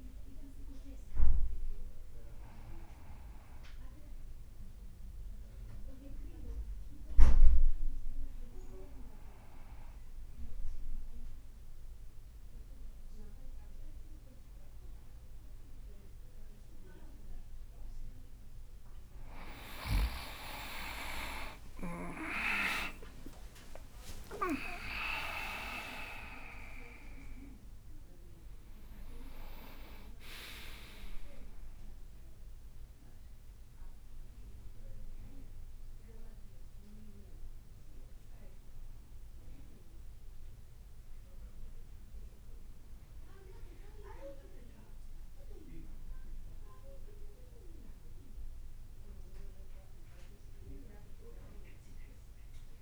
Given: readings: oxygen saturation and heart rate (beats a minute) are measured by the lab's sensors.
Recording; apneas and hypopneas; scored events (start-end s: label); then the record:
breathing in sleep by a room microphone; none
18.50-27.50 s: leg movement (device-marked)
19.50-23.50 s: arousal
24.00-26.00 s: long interval between heartbeats (device-marked, heart rate 62 before, 86 extreme)
From the record:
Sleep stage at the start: N1 (lightest sleep); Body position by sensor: on the back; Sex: male